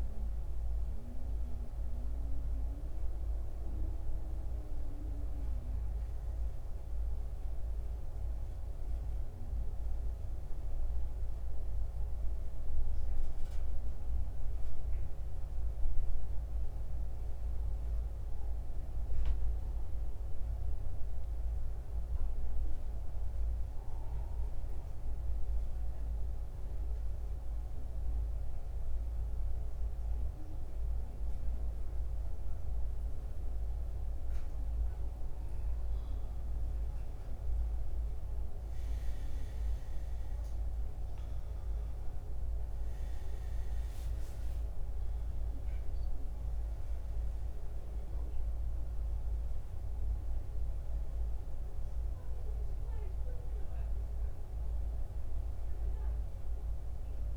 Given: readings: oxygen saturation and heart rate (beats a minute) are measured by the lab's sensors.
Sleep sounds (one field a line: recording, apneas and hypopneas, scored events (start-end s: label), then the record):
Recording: breathing in sleep, hard to hear, by a room microphone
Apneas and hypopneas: 1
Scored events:
0.00-13.50 s: oxygen desaturation (device-marked, oxygen 84% lowest, heart rate 67 extreme)
23.00-36.00 s: central apnea (oxygen 95% before, 84% lowest, heart rate 73 before, 67 extreme, up 15 after)
32.50-57.37 s: oxygen desaturation (device-marked, oxygen 94% before, 84% lowest, heart rate 70 before, 66 extreme)
38.00-43.00 s: arousal
From the record:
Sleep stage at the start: N2 (light sleep)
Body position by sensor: on the back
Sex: male